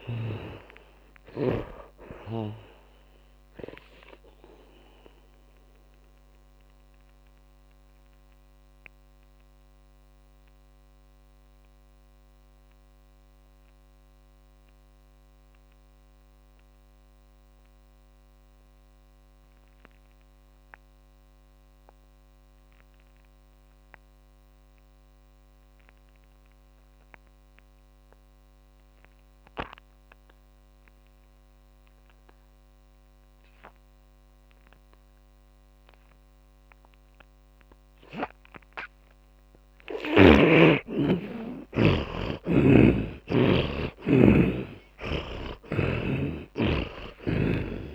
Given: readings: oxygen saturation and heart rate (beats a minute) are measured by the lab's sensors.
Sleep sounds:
breathing in sleep by a microphone on the trachea; 1
0.00-2.00 s: snoring (device-marked)
0.00-2.50 s: arousal
0.00-25.00 s: oxygen desaturation (device-marked, oxygen 79% lowest)
6.50-39.00 s: mixed apnea (oxygen 100% before, 77% lowest)
38.00-47.94 s: oxygen desaturation (device-marked, oxygen 100% before, 77% lowest)
41.00-46.00 s: arousal
45.50-47.94 s: snoring (device-marked)
From the record:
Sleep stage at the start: N2 (light sleep); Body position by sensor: on the back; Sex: male

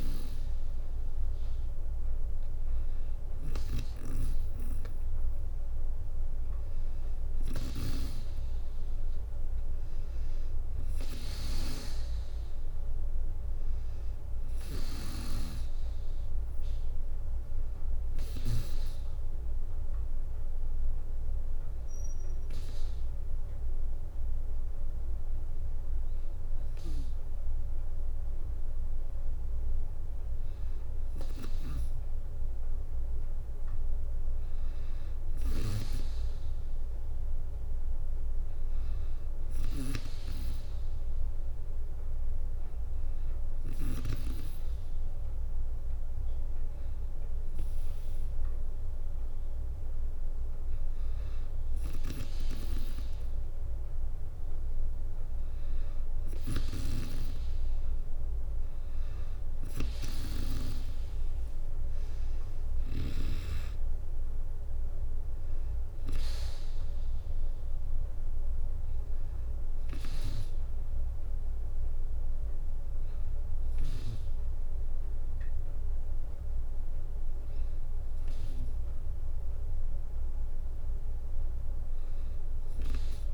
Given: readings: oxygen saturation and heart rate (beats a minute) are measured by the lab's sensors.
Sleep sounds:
breathing in sleep by a room microphone; none
59.50-63.00 s: snoring (device-marked)
61.50-73.50 s: drop in pulse transit time (device-marked, heart rate 63 before, 62 extreme)
From the record:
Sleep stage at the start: N2 (light sleep); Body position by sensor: on the back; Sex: female

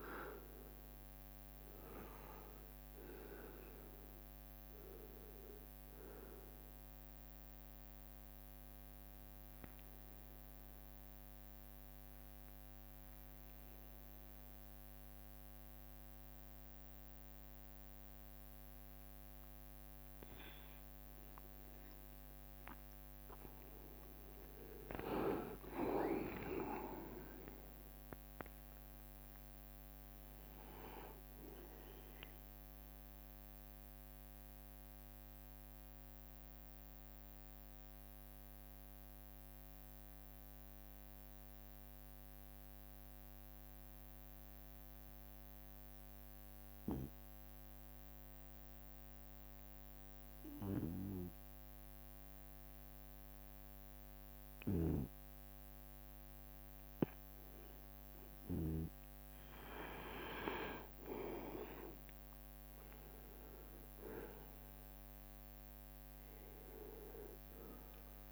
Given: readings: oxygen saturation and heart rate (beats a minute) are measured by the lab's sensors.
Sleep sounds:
breathing in sleep by a microphone on the trachea; 1
0.00-3.50 s: oxygen desaturation (device-marked, oxygen 89% lowest, heart rate 68 extreme)
9.50-13.50 s: arousal
10.00-11.50 s: leg movement (device-marked)
16.00-17.50 s: leg movement (device-marked)
19.50-21.50 s: leg movement (device-marked)
25.00-29.00 s: leg movement (device-marked)
27.50-39.50 s: drop in pulse transit time (device-marked, heart rate 69 before, 65 extreme)
32.50-51.50 s: oxygen desaturation (device-marked, oxygen 97% before, 94% lowest, heart rate 71 before, 63 extreme)
35.00-58.50 s: obstructive apnea (oxygen 97% before, 91% lowest, heart rate 71 before, 63 extreme, up 5 after)
49.50-50.50 s: leg movement (device-marked)
54.50-57.50 s: leg movement (device-marked)
58.50-67.00 s: leg movement (device-marked)
61.00-66.50 s: arousal
63.50-68.32 s: oxygen desaturation (device-marked, oxygen 98% before, 91% lowest, heart rate 67 before, 68 extreme)
From the record:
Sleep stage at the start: N2 (light sleep); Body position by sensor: on the right side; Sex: male

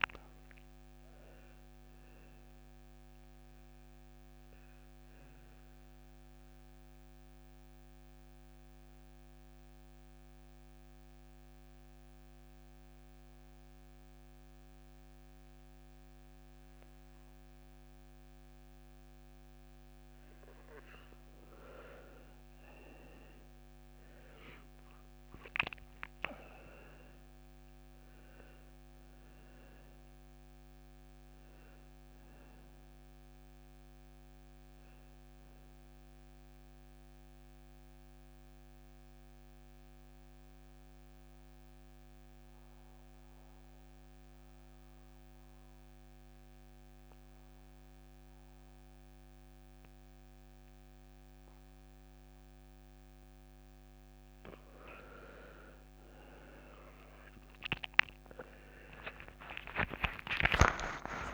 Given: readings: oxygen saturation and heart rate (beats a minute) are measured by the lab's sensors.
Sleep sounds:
breathing in sleep by a microphone on the trachea; 2
1.50-15.50 s: oxygen desaturation (device-marked, oxygen 97% before, 87% lowest)
2.50-19.50 s: obstructive apnea (oxygen 98% before, 84% lowest)
22.50-26.50 s: arousal
22.50-45.50 s: oxygen desaturation (device-marked, oxygen 98% before, 86% lowest)
35.50-53.00 s: obstructive apnea (oxygen 98% before, 84% lowest)
52.50-61.34 s: oxygen desaturation (device-marked, oxygen 99% before, 84% lowest)
56.00-61.34 s: arousal
From the record:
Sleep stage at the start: N2 (light sleep); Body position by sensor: on the back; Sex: male

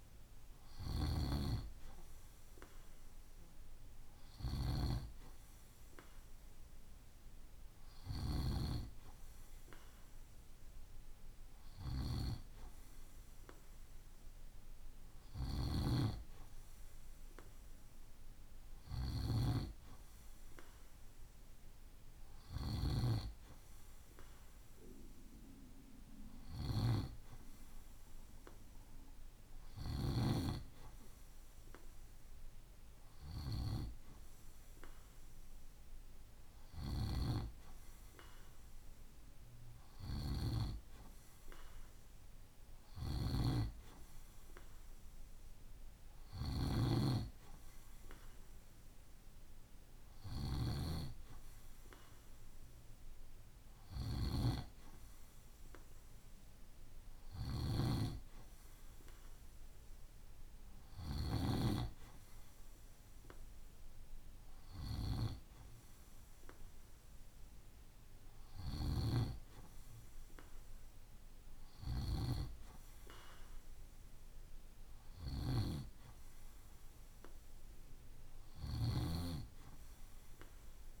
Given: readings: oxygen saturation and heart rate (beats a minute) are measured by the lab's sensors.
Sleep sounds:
breathing in sleep by a room microphone; none
0.00-29.50 s: snoring (device-marked)
36.00-60.50 s: snoring (device-marked)
67.50-71.50 s: snoring (device-marked)
77.50-81.00 s: snoring (device-marked)
From the record:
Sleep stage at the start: N2 (light sleep); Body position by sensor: on the right side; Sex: male

